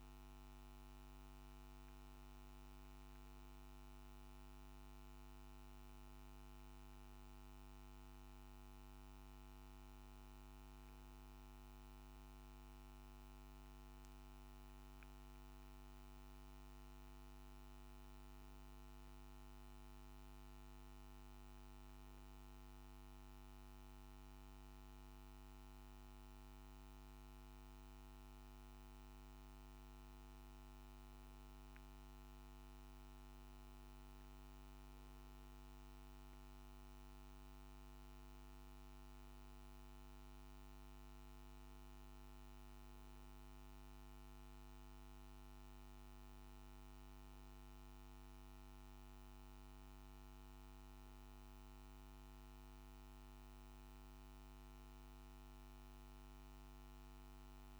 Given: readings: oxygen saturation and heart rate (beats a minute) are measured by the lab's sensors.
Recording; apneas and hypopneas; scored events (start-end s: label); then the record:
breathing in sleep, hard to hear, by a microphone on the trachea; none
none scored
From the record:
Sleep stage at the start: N1 (lightest sleep); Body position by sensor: on the back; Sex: male